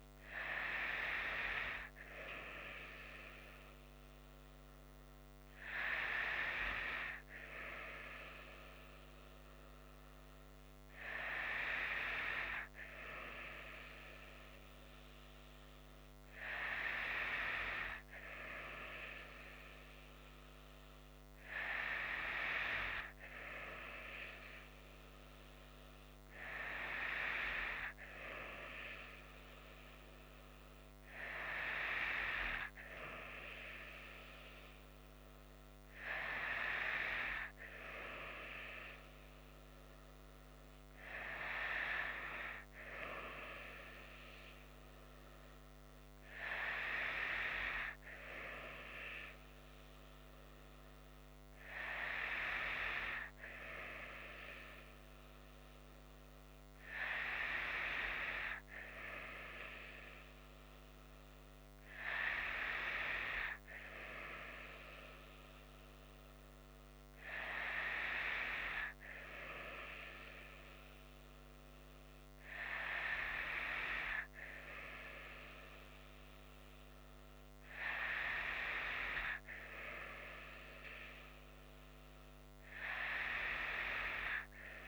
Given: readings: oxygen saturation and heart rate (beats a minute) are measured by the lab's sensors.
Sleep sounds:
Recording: breathing in sleep by a microphone on the trachea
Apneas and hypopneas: none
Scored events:
none scored
From the record:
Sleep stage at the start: N2 (light sleep)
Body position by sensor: on the right side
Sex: female

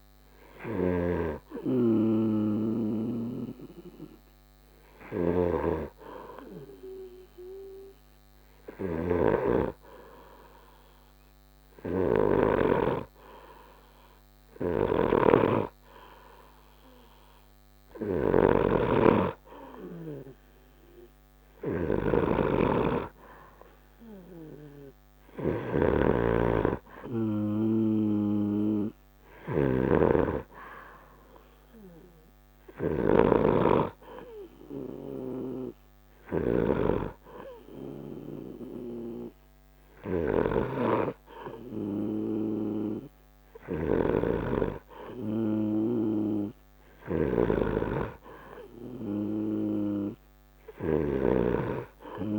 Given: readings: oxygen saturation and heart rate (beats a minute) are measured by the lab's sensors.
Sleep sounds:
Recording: breathing in sleep by a microphone on the trachea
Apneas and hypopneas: none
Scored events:
0.00-1.00 s: snoring (device-marked)
5.50-12.50 s: snoring (device-marked)
14.50-52.39 s: snoring (device-marked)
From the record:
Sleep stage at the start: N2 (light sleep)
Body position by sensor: on the right side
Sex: male

